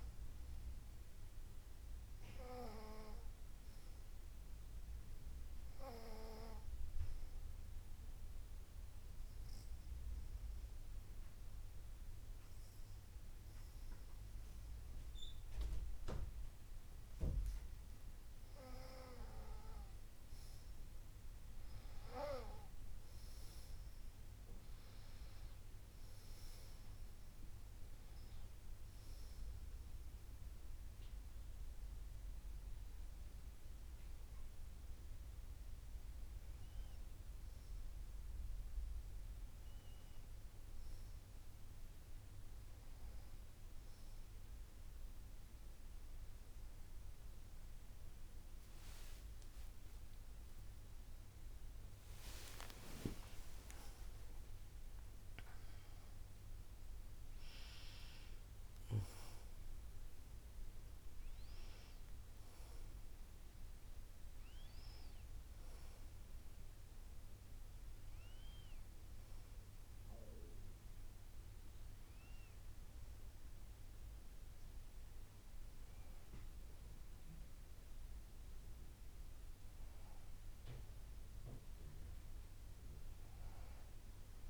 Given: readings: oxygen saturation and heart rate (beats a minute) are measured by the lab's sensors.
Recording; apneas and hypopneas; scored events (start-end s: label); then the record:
a person partly awake in a sleep study, by a room microphone; 1
3.50-6.50 s: arousal
9.00-19.00 s: obstructive apnea (oxygen 96% before, 91% lowest, heart rate 59 before, 60 extreme, up 6 after)
21.50-25.50 s: arousal
24.50-44.50 s: oxygen desaturation (device-marked, oxygen 95% before, 91% lowest, heart rate 65 before, 56 extreme)
42.50-72.50 s: new sleep stage, awake
72.50-84.50 s: new sleep stage, N2 (light sleep)
From the record:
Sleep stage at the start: N2 (light sleep); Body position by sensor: on the back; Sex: female